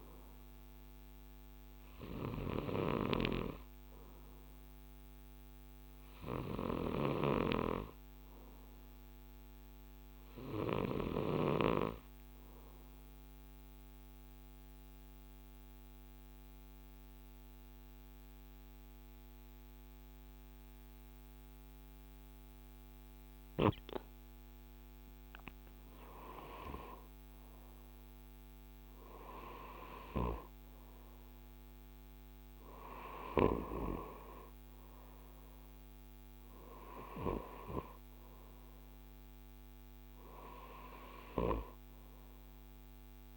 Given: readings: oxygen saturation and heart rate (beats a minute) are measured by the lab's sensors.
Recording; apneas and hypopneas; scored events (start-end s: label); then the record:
breathing in sleep by a microphone on the trachea; 1
6.50-11.50 s: snoring (device-marked)
13.00-25.50 s: obstructive apnea (oxygen 95% before, 93% lowest, heart rate 56 before, 53 extreme, up 9 after)
29.00-33.00 s: arousal
From the record:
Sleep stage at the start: N2 (light sleep); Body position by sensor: on the right side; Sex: male